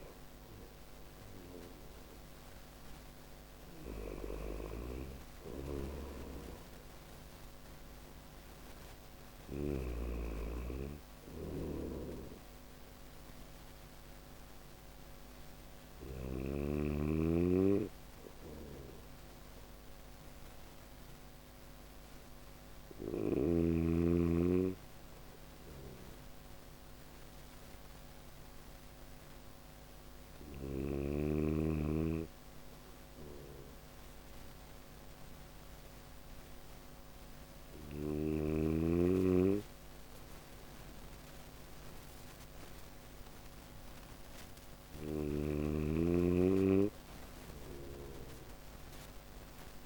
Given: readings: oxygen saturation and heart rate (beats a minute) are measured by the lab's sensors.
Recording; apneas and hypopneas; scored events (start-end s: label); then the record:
breathing in sleep by a microphone on the trachea; none
0.00-9.00 s: snoring (device-marked)
10.00-25.00 s: oxygen desaturation (device-marked, oxygen 98% before, 94% lowest, heart rate 65 before, 64 extreme)
21.00-49.86 s: new sleep stage, N1 (lightest sleep)
From the record:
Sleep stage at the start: N3 (deep sleep); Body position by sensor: on the back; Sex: male